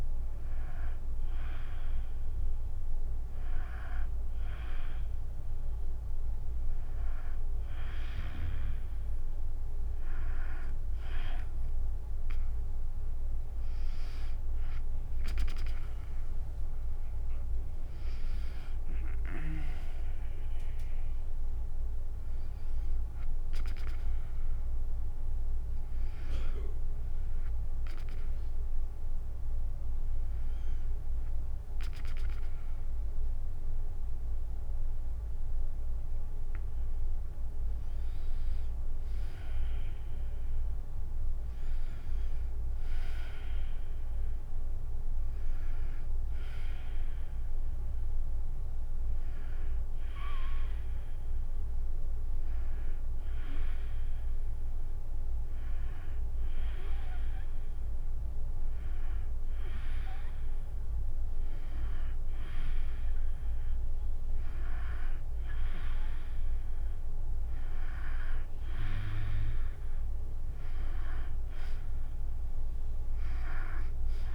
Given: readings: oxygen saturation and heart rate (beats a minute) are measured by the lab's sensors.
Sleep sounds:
breathing in sleep by a room microphone; none
14.00-26.00 s: drop in pulse transit time (device-marked, heart rate 78 before, 82 extreme)
14.00-29.00 s: tachycardia (device-marked, heart rate 84 before, 140 extreme)
16.00-20.50 s: arousal
From the record:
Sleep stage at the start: N2 (light sleep); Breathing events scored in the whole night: 211 in 5.0 hours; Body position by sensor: on the back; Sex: female

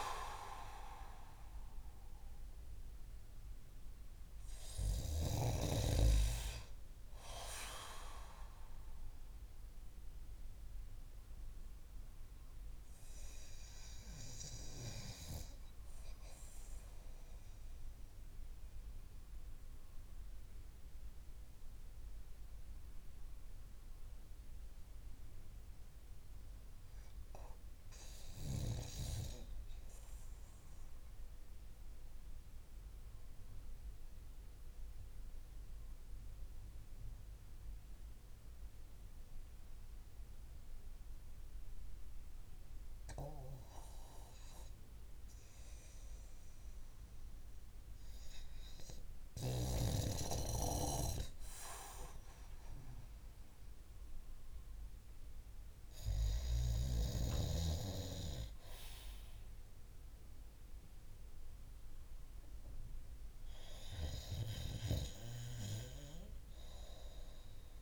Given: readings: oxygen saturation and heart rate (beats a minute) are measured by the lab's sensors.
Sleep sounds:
breathing in sleep by a room microphone; 1
0.00-26.00 s: oxygen desaturation (device-marked, oxygen 91% lowest)
9.00-53.50 s: obstructive apnea (oxygen 96% before, 91% lowest)
30.00-67.82 s: new sleep stage, N2 (light sleep)
55.00-59.00 s: arousal
From the record:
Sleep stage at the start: REM sleep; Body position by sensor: on the back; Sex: male

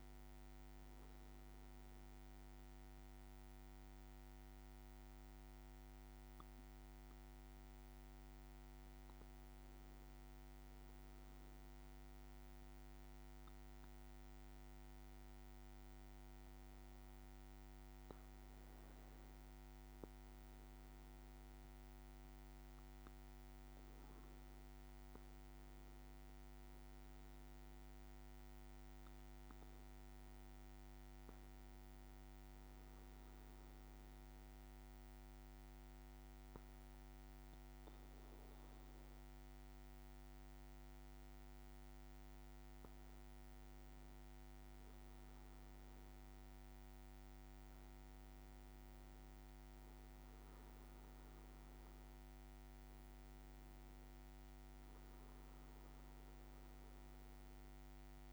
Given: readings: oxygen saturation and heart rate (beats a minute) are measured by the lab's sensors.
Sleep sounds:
breathing in sleep, hard to hear, by a microphone on the trachea; 1
0.00-5.50 s: oxygen desaturation (device-marked, oxygen 95% lowest, heart rate 53 extreme)
33.50-43.50 s: obstructive apnea (oxygen 98% before, 95% lowest, heart rate 55 before, 55 extreme, up 2 after)
46.00-51.00 s: arousal
From the record:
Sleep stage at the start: N2 (light sleep); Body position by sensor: on the back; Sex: male

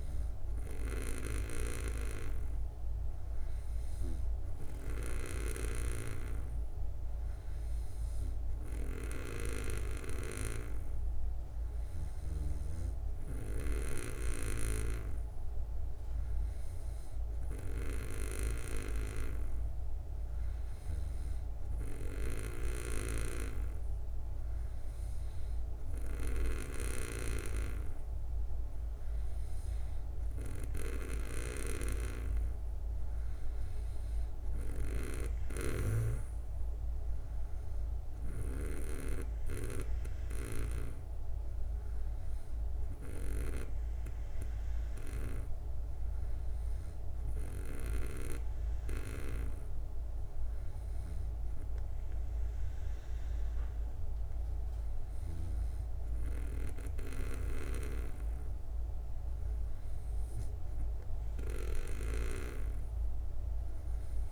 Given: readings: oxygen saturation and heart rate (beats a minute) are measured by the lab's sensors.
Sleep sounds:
breathing in sleep by a room microphone; none
none scored
From the record:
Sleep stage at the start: N2 (light sleep); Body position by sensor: on the back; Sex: female

